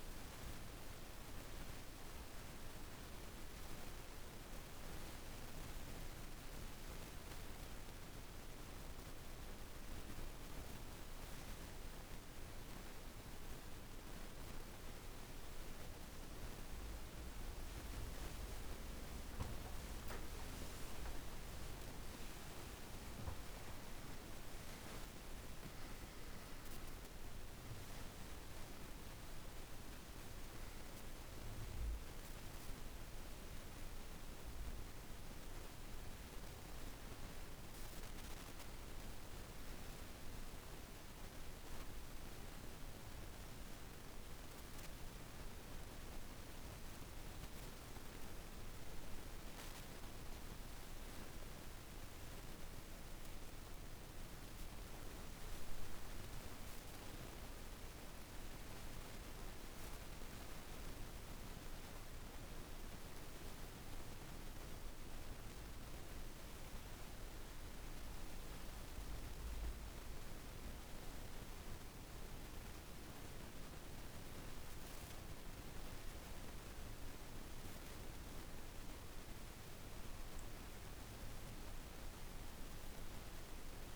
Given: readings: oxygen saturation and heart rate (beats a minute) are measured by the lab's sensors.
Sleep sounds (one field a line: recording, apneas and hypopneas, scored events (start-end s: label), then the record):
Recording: breathing in sleep, hard to hear, by a room microphone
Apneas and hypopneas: 1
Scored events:
16.00-22.00 s: arousal
42.00-52.50 s: mixed apnea (oxygen 98% before, 92% lowest, heart rate 73 before, 50 extreme, up 13 after)
55.50-59.50 s: arousal
56.50-79.50 s: oxygen desaturation (device-marked, oxygen 97% before, 92% lowest, heart rate 51 before, 52 extreme)
From the record:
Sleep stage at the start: N2 (light sleep)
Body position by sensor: on the back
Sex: female